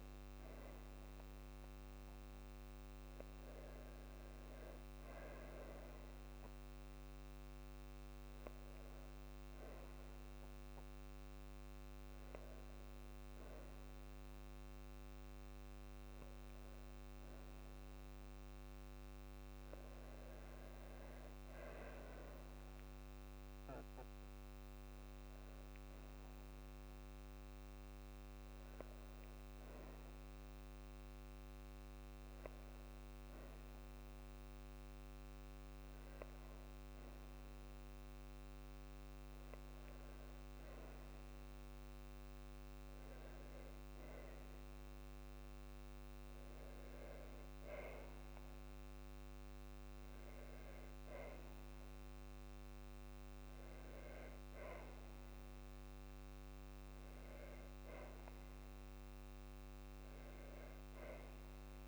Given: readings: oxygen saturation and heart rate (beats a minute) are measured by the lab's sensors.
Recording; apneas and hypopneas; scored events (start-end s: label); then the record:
breathing in sleep, hard to hear, by a microphone on the trachea; none
12.50-34.50 s: oxygen desaturation (device-marked, oxygen 97% before, 92% lowest, heart rate 56 before, 53 extreme)
From the record:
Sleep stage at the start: N2 (light sleep); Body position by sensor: on the back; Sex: female